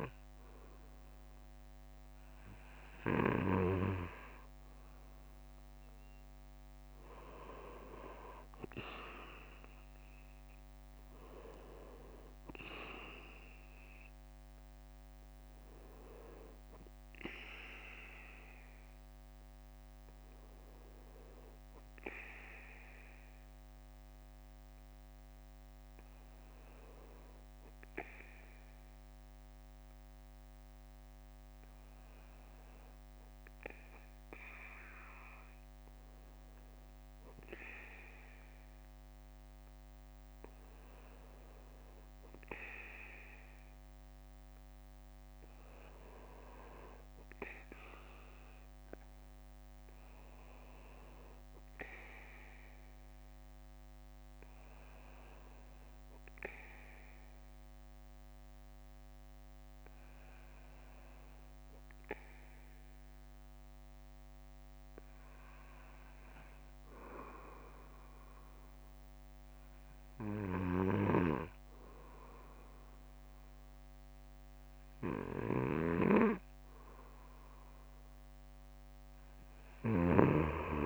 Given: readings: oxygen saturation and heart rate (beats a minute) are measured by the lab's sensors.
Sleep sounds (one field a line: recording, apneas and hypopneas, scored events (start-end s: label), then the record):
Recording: breathing in sleep by a microphone on the trachea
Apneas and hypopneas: 1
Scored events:
19.50-26.50 s: bradycardia (device-marked, heart rate 59 before, 54 extreme)
28.50-30.50 s: bradycardia (device-marked, heart rate 59 before, 57 extreme)
33.50-35.50 s: bradycardia (device-marked, heart rate 59 before, 63 extreme)
37.00-40.50 s: arousal
49.50-51.50 s: bradycardia (device-marked, heart rate 59 before, 64 extreme)
53.50-55.50 s: bradycardia (device-marked, heart rate 59 before, 57 extreme)
57.50-73.50 s: hypopnea (oxygen 97% before, 93% lowest, heart rate 61 before, 54 extreme, up 5 after)
59.50-68.50 s: bradycardia (device-marked, heart rate 59 before, 54 extreme)
69.50-79.50 s: bradycardia (device-marked, heart rate 59 before, 58 extreme)
76.50-80.86 s: arousal
From the record:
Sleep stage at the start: N2 (light sleep)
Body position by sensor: on the back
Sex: male